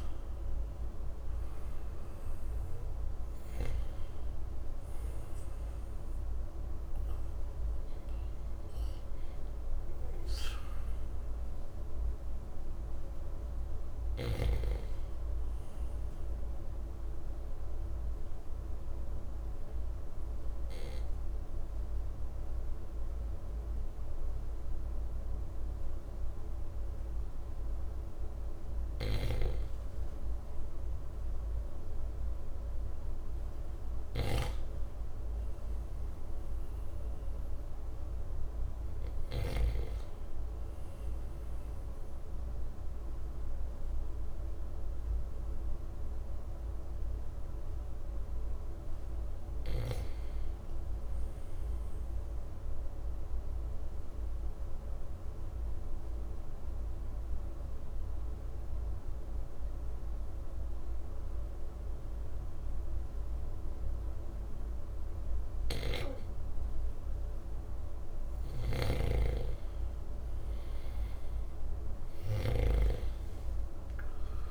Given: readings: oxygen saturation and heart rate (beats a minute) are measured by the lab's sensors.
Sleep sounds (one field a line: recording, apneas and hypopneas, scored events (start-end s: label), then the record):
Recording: breathing in sleep by a room microphone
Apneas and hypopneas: 2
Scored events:
0.00-22.50 s: oxygen desaturation (device-marked, oxygen 92% lowest, heart rate 52 extreme)
16.00-29.50 s: mixed apnea (oxygen 97% before, 92% lowest, heart rate 59 before, 52 extreme, up 5 after)
31.00-35.50 s: arousal
53.00-66.50 s: obstructive apnea (oxygen 97% before, 93% lowest, heart rate 56 before, 54 extreme, up 30 after)
68.50-72.50 s: snoring (device-marked)
72.50-74.50 s: tachycardia (device-marked, heart rate 59 before, 106 extreme)
From the record:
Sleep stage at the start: N2 (light sleep)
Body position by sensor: on the right side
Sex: male